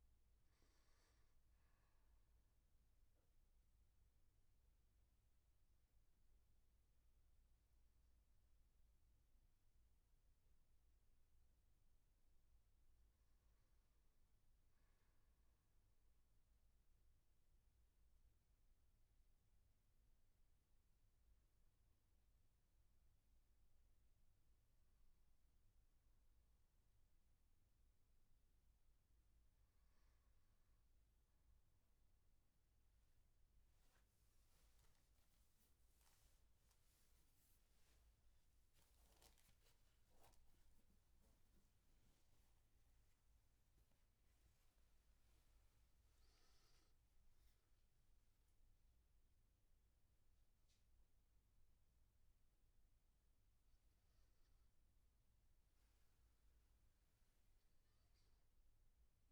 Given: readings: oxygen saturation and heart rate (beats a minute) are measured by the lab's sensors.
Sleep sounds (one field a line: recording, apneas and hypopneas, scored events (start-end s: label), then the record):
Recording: a person awake in a sleep study, hard to hear, by a room microphone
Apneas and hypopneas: none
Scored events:
none scored
From the record:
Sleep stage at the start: awake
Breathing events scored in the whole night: 223 in 5.4 hours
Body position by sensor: on the back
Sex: male